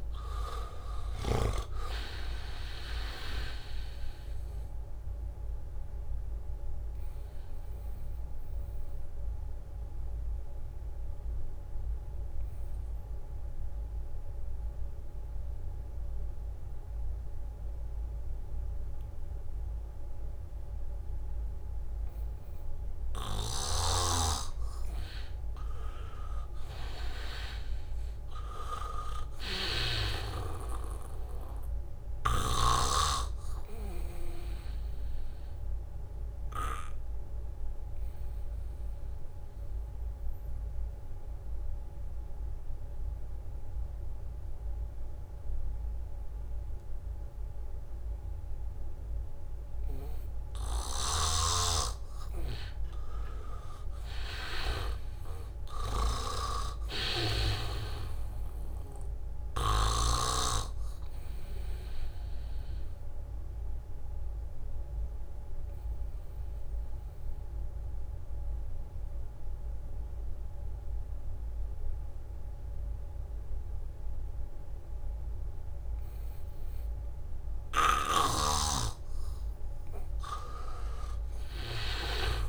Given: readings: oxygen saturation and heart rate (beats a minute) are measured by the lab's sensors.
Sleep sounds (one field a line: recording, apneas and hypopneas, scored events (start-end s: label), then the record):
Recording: breathing in sleep by a room microphone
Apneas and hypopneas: 3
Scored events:
0.00-2.00 s: arousal
0.00-2.00 s: snoring (device-marked)
0.00-24.50 s: oxygen desaturation (device-marked, oxygen 82% lowest, heart rate 74 extreme)
8.50-24.00 s: obstructive apnea (oxygen 98% before, 82% lowest, heart rate 77 before, 74 extreme, up 2 after)
24.00-30.50 s: snoring (device-marked)
25.50-29.50 s: arousal
26.50-44.50 s: oxygen desaturation (device-marked, oxygen 98% before, 84% lowest, heart rate 77 before, 75 extreme)
36.00-51.50 s: obstructive apnea (oxygen 98% before, 83% lowest, heart rate 77 before, 75 extreme, up 0 after)
51.50-60.50 s: snoring (device-marked)
53.50-57.50 s: arousal
55.50-72.50 s: oxygen desaturation (device-marked, oxygen 98% before, 83% lowest, heart rate 80 before, 76 extreme)
63.00-77.00 s: obstructive apnea (oxygen 98% before, 83% lowest, heart rate 79 before, 76 extreme, up 0 after)
78.50-82.49 s: snoring (device-marked)
79.50-82.49 s: arousal
From the record:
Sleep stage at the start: N2 (light sleep)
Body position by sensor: on the back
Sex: male